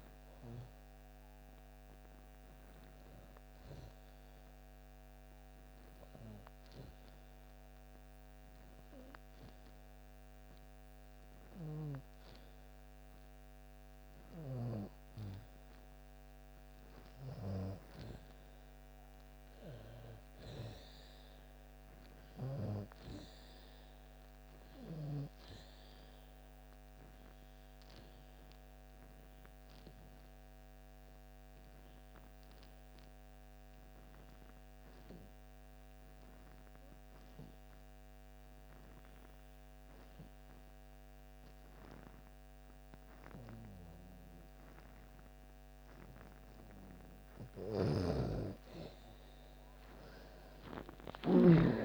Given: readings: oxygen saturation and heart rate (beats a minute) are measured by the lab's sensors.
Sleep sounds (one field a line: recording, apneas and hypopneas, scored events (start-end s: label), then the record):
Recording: breathing in sleep by a microphone on the trachea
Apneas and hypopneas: 2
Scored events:
0.00-1.50 s: oxygen desaturation (device-marked, oxygen 80% lowest)
4.50-15.50 s: obstructive apnea (oxygen 98% before, 81% lowest)
18.00-21.50 s: arousal
21.50-36.50 s: oxygen desaturation (device-marked, oxygen 96% before, 91% lowest)
26.50-46.00 s: obstructive apnea (oxygen 98% before, 81% lowest)
38.50-51.84 s: oxygen desaturation (device-marked, oxygen 96% before, 86% lowest)
47.00-51.00 s: snoring (device-marked)
50.00-51.84 s: arousal
From the record:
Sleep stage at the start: N2 (light sleep)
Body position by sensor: on the back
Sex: female